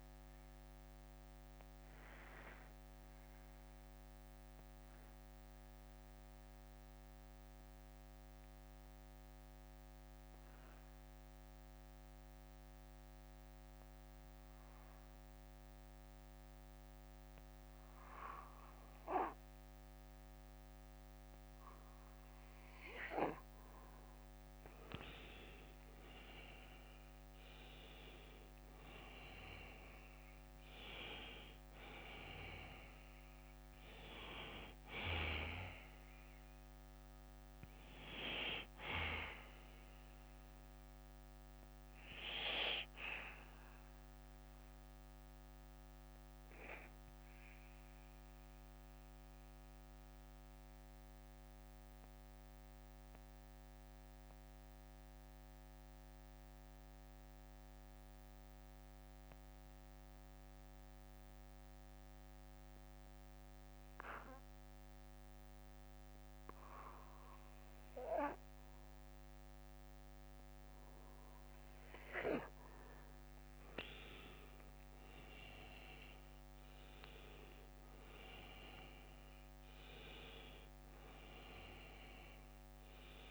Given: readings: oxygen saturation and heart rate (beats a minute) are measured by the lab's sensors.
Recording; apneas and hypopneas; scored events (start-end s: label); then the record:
breathing in sleep by a microphone on the trachea; 2
0.00-17.50 s: bradycardia (device-marked, heart rate 47 extreme)
2.00-24.50 s: mixed apnea (oxygen 98% before, 89% lowest, heart rate 62 before, 47 extreme, up 14 after)
6.50-15.50 s: oxygen desaturation (device-marked, oxygen 94% before, 90% lowest, heart rate 60 before, 52 extreme)
26.50-29.00 s: arousal
29.50-38.50 s: oxygen desaturation (device-marked, oxygen 97% before, 93% lowest, heart rate 58 before, 53 extreme)
41.50-44.50 s: bradycardia (device-marked, heart rate 59 before, 56 extreme)
46.50-77.50 s: bradycardia (device-marked, heart rate 59 before, 53 extreme)
47.50-61.50 s: oxygen desaturation (device-marked, oxygen 94% before, 89% lowest, heart rate 62 before, 53 extreme)
48.50-72.00 s: mixed apnea (oxygen 97% before, 89% lowest, heart rate 62 before, 48 extreme, up 5 after)
74.50-78.50 s: arousal
77.50-83.31 s: oxygen desaturation (device-marked, oxygen 98% before, 93% lowest, heart rate 57 before, 48 extreme)
78.50-80.50 s: bradycardia (device-marked, heart rate 59 before, 55 extreme)
From the record:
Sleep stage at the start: N2 (light sleep); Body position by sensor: on the back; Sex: male